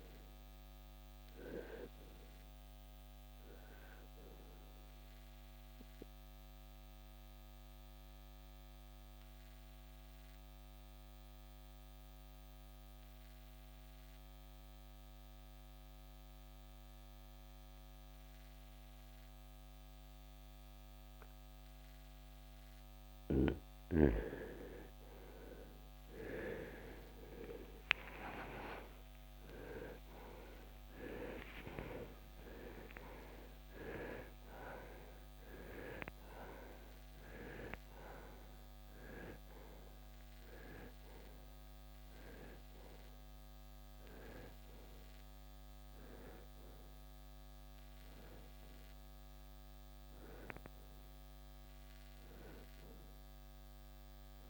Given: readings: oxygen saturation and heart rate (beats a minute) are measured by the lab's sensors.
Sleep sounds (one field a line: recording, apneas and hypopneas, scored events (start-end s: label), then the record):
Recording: breathing in sleep by a microphone on the trachea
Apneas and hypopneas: 1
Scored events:
0.00-17.00 s: oxygen desaturation (device-marked, oxygen 87% lowest, heart rate 60 extreme)
5.50-23.00 s: obstructive apnea (oxygen 94% before, 84% lowest, heart rate 79 before, 60 extreme, up 7 after)
26.50-32.00 s: arousal
30.00-54.50 s: oxygen desaturation (device-marked, oxygen 95% before, 84% lowest, heart rate 72 before, 62 extreme)
From the record:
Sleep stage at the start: N2 (light sleep)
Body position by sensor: on the right side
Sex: male